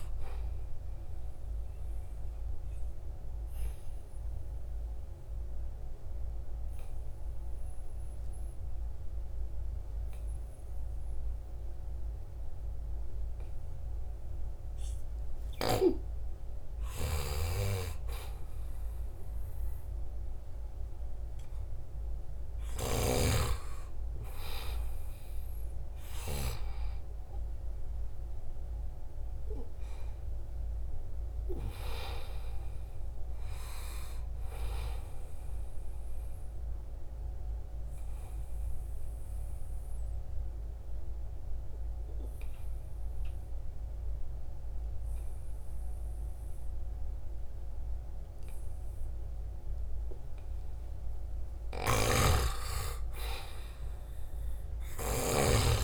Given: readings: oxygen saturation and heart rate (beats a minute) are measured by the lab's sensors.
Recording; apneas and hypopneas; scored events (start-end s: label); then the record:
breathing in sleep by a room microphone; 2
0.00-11.00 s: oxygen desaturation (device-marked, oxygen 91% lowest, heart rate 73 extreme)
1.00-16.00 s: obstructive apnea (oxygen 97% before, 91% lowest, heart rate 74 before, 73 extreme, up 2 after)
18.00-23.50 s: arousal
36.50-50.00 s: obstructive apnea (oxygen 97% before, 88% lowest, heart rate 75 before, 74 extreme, up 2 after)
52.00-55.84 s: arousal
52.00-55.84 s: snoring (device-marked)
From the record:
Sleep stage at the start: N2 (light sleep); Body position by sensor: on the right side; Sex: male